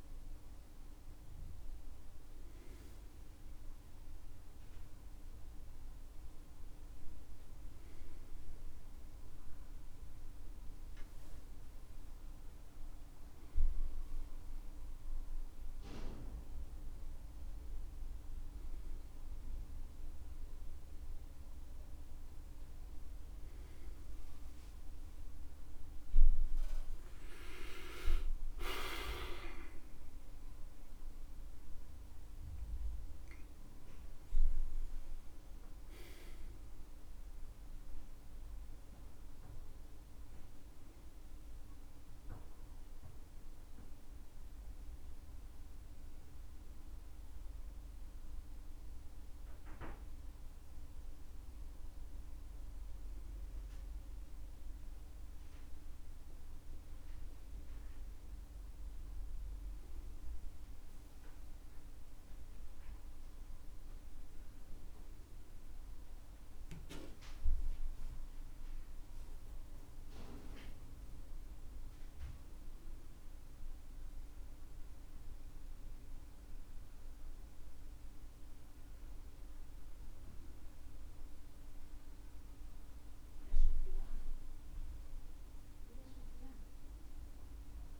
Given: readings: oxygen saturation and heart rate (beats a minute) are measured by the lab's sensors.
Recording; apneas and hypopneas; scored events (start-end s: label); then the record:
a person awake in a sleep study, by a room microphone; none
34.50-88.00 s: new sleep stage, awake
From the record:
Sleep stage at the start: N1 (lightest sleep); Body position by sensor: on the back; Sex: male